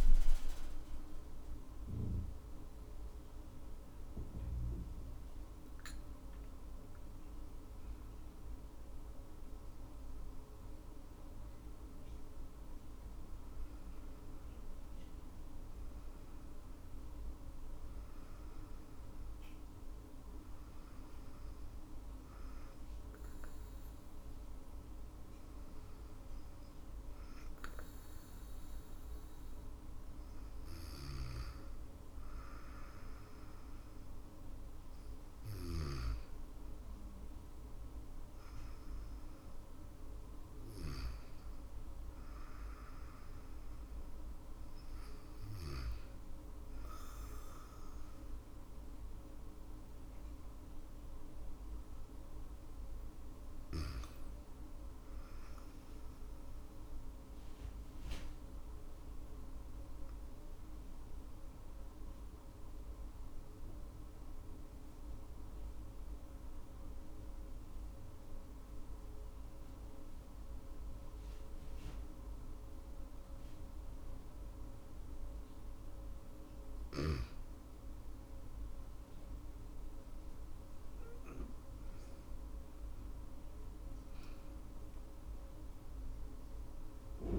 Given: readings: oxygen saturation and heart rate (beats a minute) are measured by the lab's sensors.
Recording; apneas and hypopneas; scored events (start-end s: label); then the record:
breathing in sleep, hard to hear, by a room microphone; 2
0.00-14.50 s: drop in pulse transit time (device-marked, heart rate 72 extreme)
5.00-9.00 s: arousal
18.50-31.50 s: hypopnea (oxygen 100% before, 96% lowest, heart rate 75 before, 55 extreme, up 6 after)
33.50-37.50 s: arousal
53.50-62.50 s: drop in pulse transit time (device-marked, heart rate 61 before, 56 extreme)
55.50-75.50 s: obstructive apnea (oxygen 100% before, 96% lowest, heart rate 60 before, 53 extreme, up 25 after)
76.50-87.39 s: oxygen desaturation (device-marked, oxygen 99% before, 96% lowest, heart rate 58 before, 54 extreme)
77.00-81.50 s: arousal
78.50-87.39 s: drop in pulse transit time (device-marked, heart rate 58 before, 54 extreme)
From the record:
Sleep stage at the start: N2 (light sleep); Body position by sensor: on the back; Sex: female